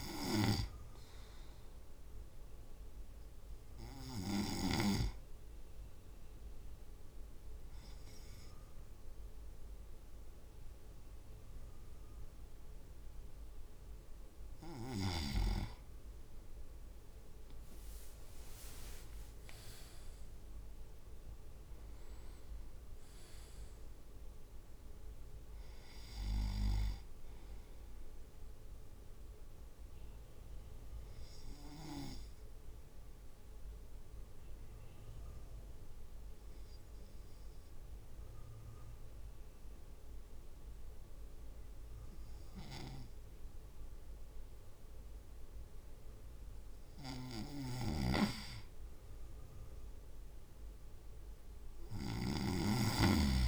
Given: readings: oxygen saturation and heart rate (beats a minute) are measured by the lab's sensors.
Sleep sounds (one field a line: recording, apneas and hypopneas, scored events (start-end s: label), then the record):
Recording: breathing in sleep by a room microphone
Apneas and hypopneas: 2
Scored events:
4.00-15.00 s: obstructive apnea (oxygen 98% before, 97% lowest)
17.50-20.00 s: leg movement (device-marked)
18.00-23.00 s: arousal
27.00-46.00 s: obstructive apnea (oxygen 98% before, 97% lowest)
47.50-53.48 s: snoring (device-marked)
49.50-52.50 s: arousal
From the record:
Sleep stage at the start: N2 (light sleep)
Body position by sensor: on the right side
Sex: male